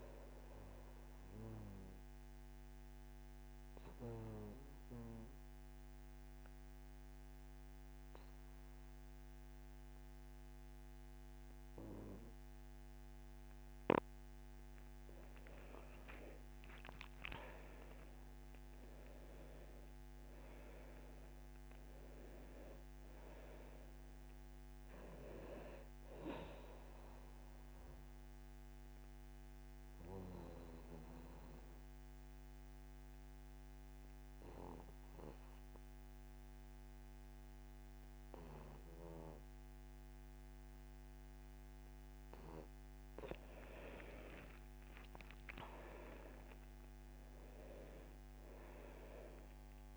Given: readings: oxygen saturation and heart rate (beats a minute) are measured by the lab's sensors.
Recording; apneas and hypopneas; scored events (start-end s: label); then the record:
breathing in sleep by a microphone on the trachea; 2
1.50-15.00 s: obstructive apnea (oxygen 100% before, 88% lowest, heart rate 81 before, 70 extreme, up 15 after)
15.50-19.50 s: arousal
16.50-35.50 s: oxygen desaturation (device-marked, oxygen 98% before, 88% lowest, heart rate 74 before, 75 extreme)
27.00-42.00 s: obstructive apnea (oxygen 100% before, 85% lowest, heart rate 78 before, 75 extreme, up 9 after)
44.50-48.00 s: arousal
47.50-49.97 s: oxygen desaturation (device-marked, oxygen 99% before, 90% lowest, heart rate 78 before, 75 extreme)
From the record:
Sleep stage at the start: N2 (light sleep); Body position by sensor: on the back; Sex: male